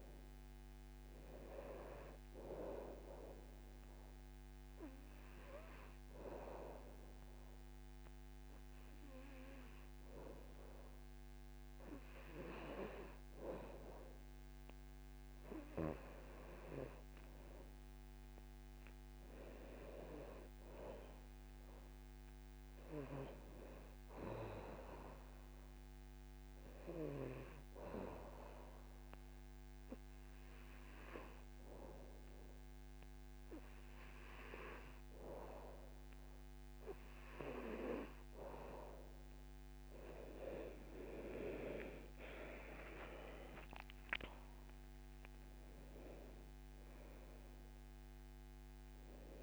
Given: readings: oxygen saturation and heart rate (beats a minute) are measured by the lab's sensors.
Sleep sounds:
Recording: breathing in sleep by a microphone on the trachea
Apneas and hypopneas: 2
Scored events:
0.00-15.50 s: oxygen desaturation (device-marked, oxygen 90% lowest, heart rate 67 extreme)
3.00-14.00 s: obstructive apnea (oxygen 99% before, 90% lowest, heart rate 74 before, 67 extreme, up 2 after)
17.50-20.50 s: arousal
27.00-39.50 s: obstructive apnea (oxygen 98% before, 87% lowest, heart rate 71 before, 69 extreme, up 8 after)
41.50-45.00 s: arousal
47.50-49.43 s: oxygen desaturation (device-marked, oxygen 96% before, 93% lowest, heart rate 76 before, 68 extreme)
From the record:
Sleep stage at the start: N2 (light sleep)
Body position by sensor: on the back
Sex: male

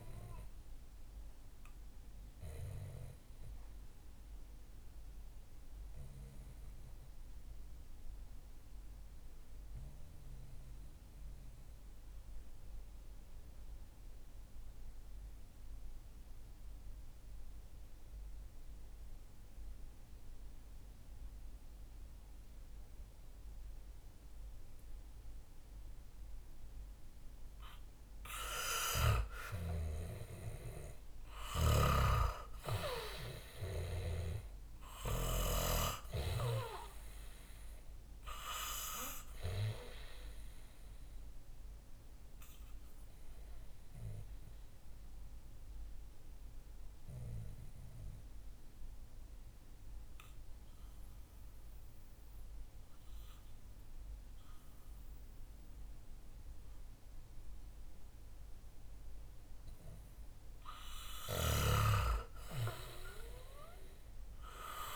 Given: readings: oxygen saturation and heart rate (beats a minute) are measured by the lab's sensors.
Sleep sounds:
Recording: breathing in sleep by a room microphone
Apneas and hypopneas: 2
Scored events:
0.00-15.50 s: oxygen desaturation (device-marked, oxygen 90% lowest, heart rate 62 extreme)
3.00-27.50 s: obstructive apnea (oxygen 97% before, 90% lowest, heart rate 66 before, 62 extreme, up 6 after)
25.50-55.50 s: oxygen desaturation (device-marked, oxygen 98% before, 91% lowest, heart rate 63 before, 61 extreme)
29.00-33.00 s: arousal
31.00-35.00 s: snoring (device-marked)
40.50-60.00 s: hypopnea (oxygen 98% before, 91% lowest, heart rate 66 before, 60 extreme, up 6 after)
62.00-64.96 s: arousal
From the record:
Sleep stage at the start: N2 (light sleep)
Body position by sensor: on the back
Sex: male

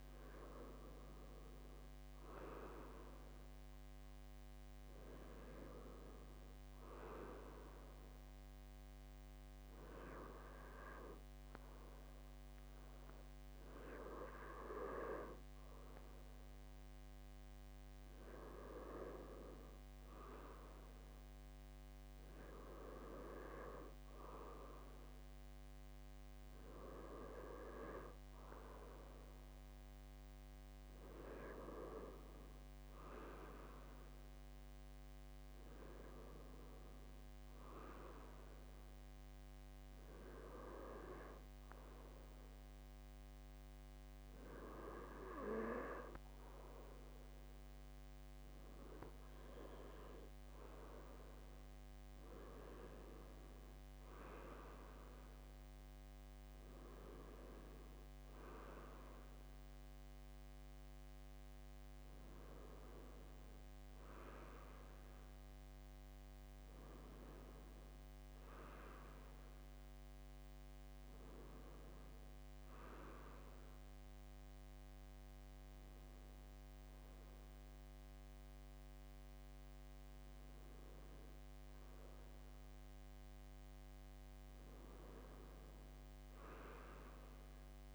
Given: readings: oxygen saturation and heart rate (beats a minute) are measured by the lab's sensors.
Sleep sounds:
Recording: breathing in sleep by a microphone on the trachea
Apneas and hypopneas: none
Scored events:
65.00-69.00 s: arousal
From the record:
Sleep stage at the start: N2 (light sleep)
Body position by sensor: on the left side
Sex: male

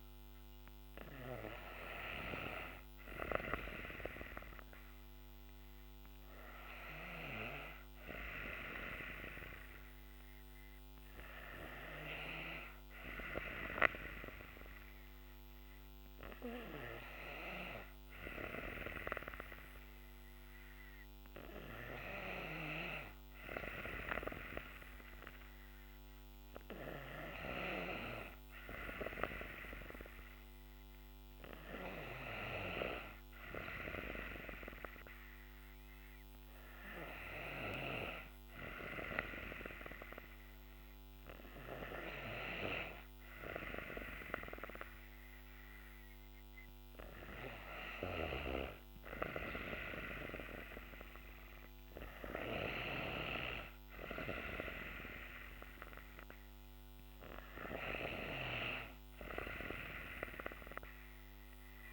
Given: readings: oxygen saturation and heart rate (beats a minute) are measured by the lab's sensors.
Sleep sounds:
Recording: breathing in sleep by a microphone on the trachea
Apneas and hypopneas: none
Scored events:
none scored
From the record:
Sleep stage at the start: N2 (light sleep)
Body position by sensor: on the back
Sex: female

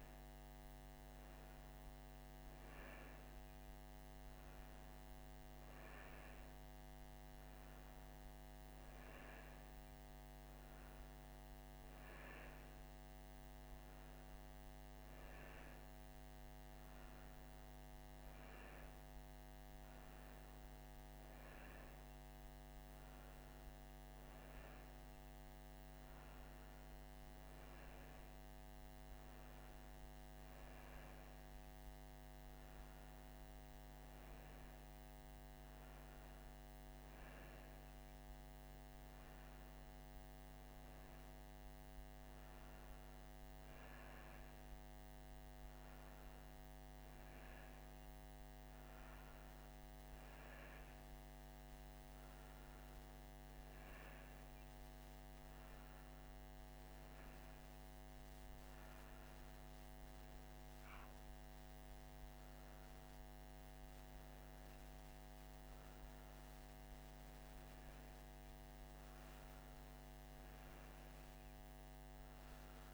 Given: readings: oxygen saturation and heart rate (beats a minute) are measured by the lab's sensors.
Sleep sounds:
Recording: breathing in sleep, hard to hear, by a microphone on the trachea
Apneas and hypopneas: none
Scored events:
none scored
From the record:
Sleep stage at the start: N1 (lightest sleep)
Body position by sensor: on the right side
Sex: female

